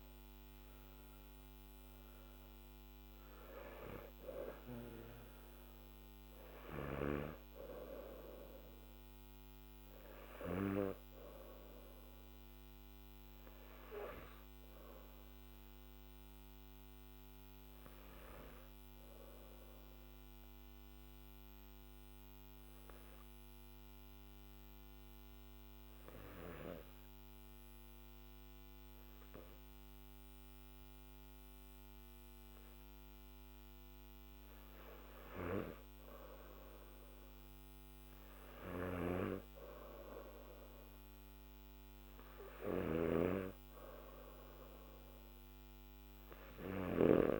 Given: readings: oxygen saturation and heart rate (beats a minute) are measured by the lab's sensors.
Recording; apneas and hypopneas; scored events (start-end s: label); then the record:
breathing in sleep by a microphone on the trachea; 1
0.00-26.50 s: oxygen desaturation (device-marked, oxygen 92% lowest, heart rate 51 extreme)
18.00-34.00 s: obstructive apnea (oxygen 96% before, 93% lowest, heart rate 55 before, 52 extreme, up 2 after)
40.50-47.40 s: oxygen desaturation (device-marked, oxygen 98% before, 93% lowest, heart rate 54 before, 52 extreme)
42.00-46.50 s: snoring (device-marked)
From the record:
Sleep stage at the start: N2 (light sleep); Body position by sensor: on the back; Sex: male